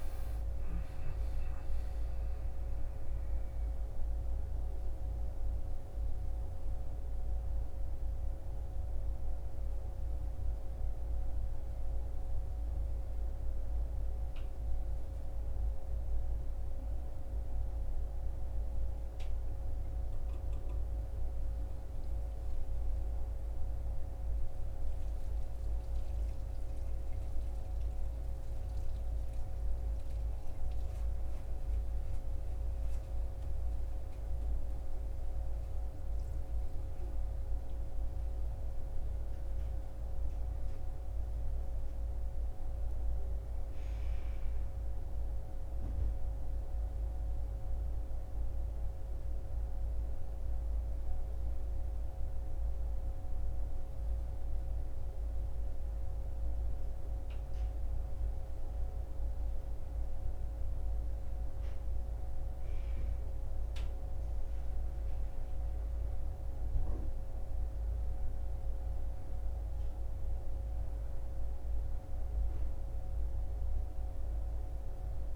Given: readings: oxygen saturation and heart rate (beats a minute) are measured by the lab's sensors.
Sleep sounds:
a person partly awake in a sleep study, hard to hear, by a room microphone; 1
5.50-75.36 s: new sleep stage, N2 (light sleep)
50.50-60.50 s: obstructive apnea (oxygen 99% before, 95% lowest, heart rate 64 before, 63 extreme, up 3 after)
63.00-68.00 s: arousal
From the record:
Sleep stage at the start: awake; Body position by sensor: on the back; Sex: male

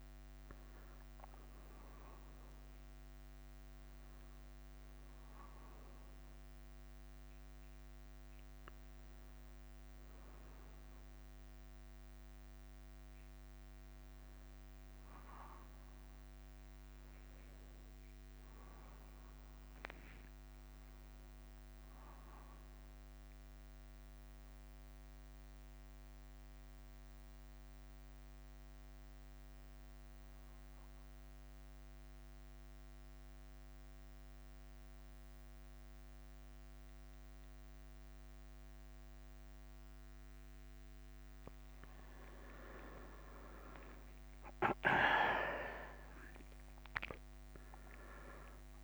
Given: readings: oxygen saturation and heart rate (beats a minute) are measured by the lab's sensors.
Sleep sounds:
a person awake in a sleep study, by a microphone on the trachea; 1
9.50-44.50 s: bradycardia (device-marked, heart rate 58 before, 55 extreme)
24.50-48.84 s: new sleep stage, N2 (light sleep)
30.50-43.00 s: mixed apnea (oxygen 97% before, 91% lowest, heart rate 58 before, 53 extreme, up 8 after)
44.00-48.00 s: arousal
47.50-48.84 s: oxygen desaturation (device-marked, oxygen 96% before, 91% lowest, heart rate 57 before, 52 extreme)
From the record:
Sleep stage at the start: awake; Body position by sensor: on the back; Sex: male

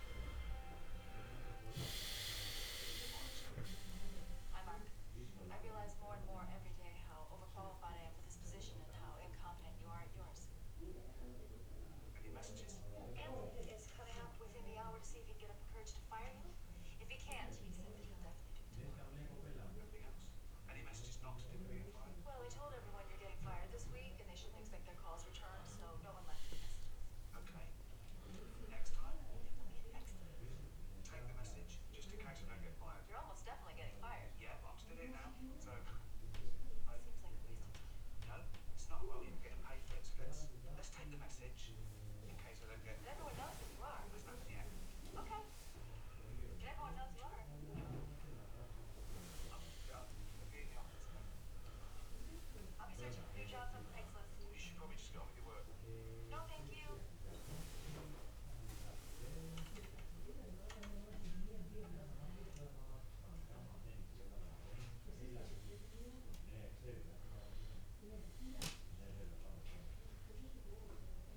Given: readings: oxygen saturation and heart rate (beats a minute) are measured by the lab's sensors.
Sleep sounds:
breathing in sleep by a room microphone; 1
0.00-1.00 s: arousal
8.00-21.50 s: hypopnea (oxygen 98% before, 93% lowest, heart rate 93 before, 81 extreme, up 6 after)
25.00-29.50 s: arousal
27.50-43.50 s: oxygen desaturation (device-marked, oxygen 98% before, 93% lowest, heart rate 85 before, 85 extreme)
From the record:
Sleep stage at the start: N2 (light sleep); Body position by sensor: on the back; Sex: male

